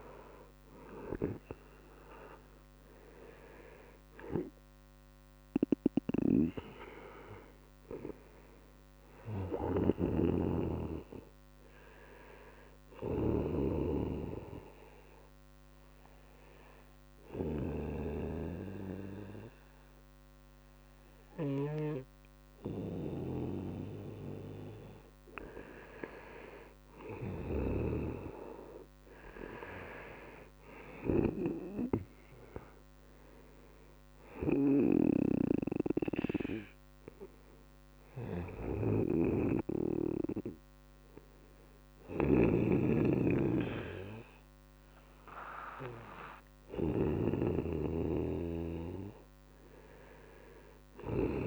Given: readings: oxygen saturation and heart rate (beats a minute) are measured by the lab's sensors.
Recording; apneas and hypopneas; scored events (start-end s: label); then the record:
breathing in sleep by a microphone on the trachea; 1
0.00-3.50 s: oxygen desaturation (device-marked, oxygen 91% lowest, heart rate 67 extreme)
2.00-6.50 s: arousal
9.00-13.00 s: snoring (device-marked)
13.50-24.50 s: obstructive apnea (oxygen 97% before, 93% lowest, heart rate 70 before, 67 extreme, up 4 after)
28.00-31.00 s: arousal
38.50-46.50 s: snoring (device-marked)
40.50-51.47 s: oxygen desaturation (device-marked, oxygen 97% before, 93% lowest, heart rate 70 before, 68 extreme)
From the record:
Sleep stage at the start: N2 (light sleep); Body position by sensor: on the right side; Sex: male